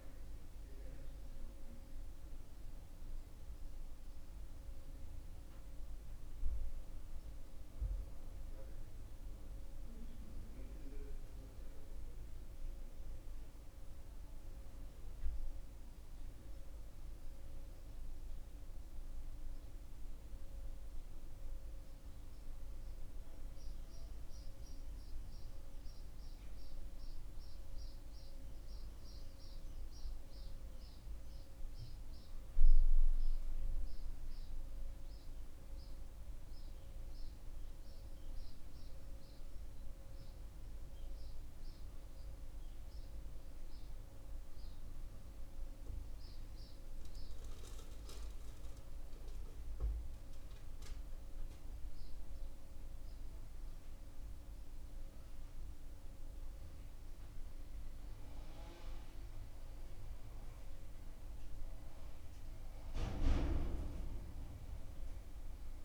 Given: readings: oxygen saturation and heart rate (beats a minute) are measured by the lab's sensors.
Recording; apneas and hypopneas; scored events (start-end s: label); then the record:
a person awake in a sleep study, hard to hear, by a room microphone; none
none scored
From the record:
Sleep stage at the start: awake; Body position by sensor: on the back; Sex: male